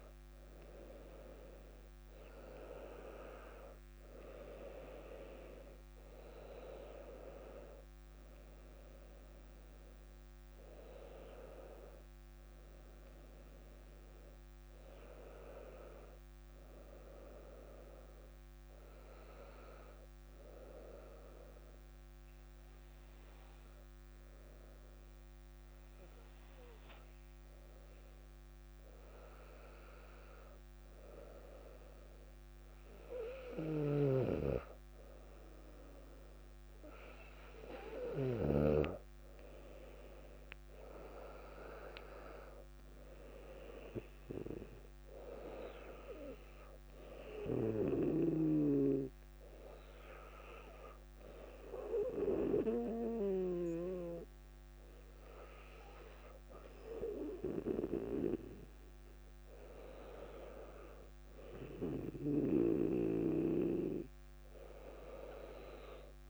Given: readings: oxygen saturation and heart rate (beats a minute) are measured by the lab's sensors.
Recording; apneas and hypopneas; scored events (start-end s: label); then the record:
breathing in sleep by a microphone on the trachea; 1
47.50-61.00 s: hypopnea (oxygen 98% before, 96% lowest, heart rate 59 before, 57 extreme, up 1 after)
From the record:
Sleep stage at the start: N2 (light sleep); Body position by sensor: on the back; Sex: female